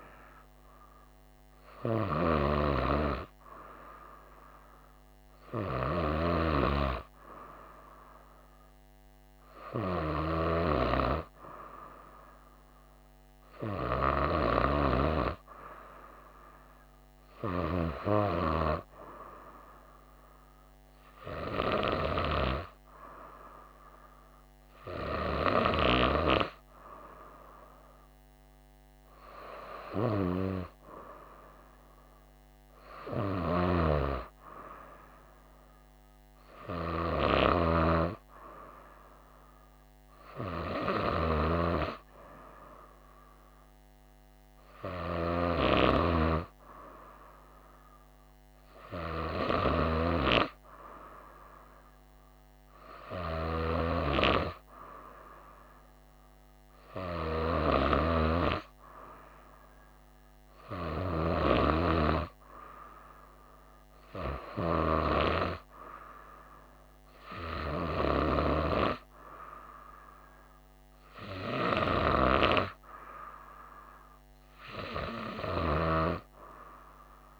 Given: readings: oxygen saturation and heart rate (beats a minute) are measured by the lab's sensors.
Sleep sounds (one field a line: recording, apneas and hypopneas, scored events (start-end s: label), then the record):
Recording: breathing in sleep by a microphone on the trachea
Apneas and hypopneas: none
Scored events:
none scored
From the record:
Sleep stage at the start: N2 (light sleep)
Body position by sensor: on the right side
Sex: female